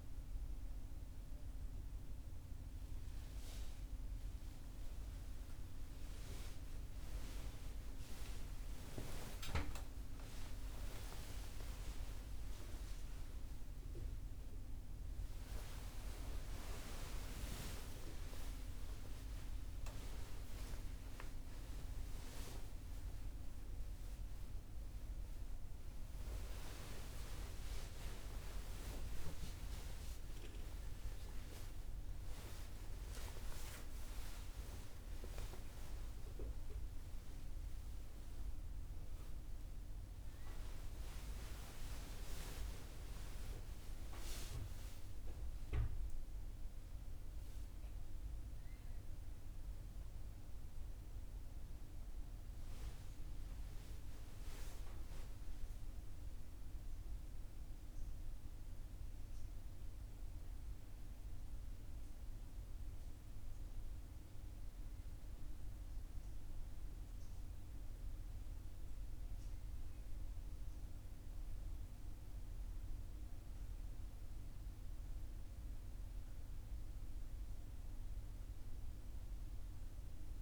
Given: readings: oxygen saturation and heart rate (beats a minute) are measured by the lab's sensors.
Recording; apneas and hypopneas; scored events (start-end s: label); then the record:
a person awake in a sleep study, by a room microphone; none
48.50-80.42 s: new sleep stage, N1 (lightest sleep)
From the record:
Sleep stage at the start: awake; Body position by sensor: on the right side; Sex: male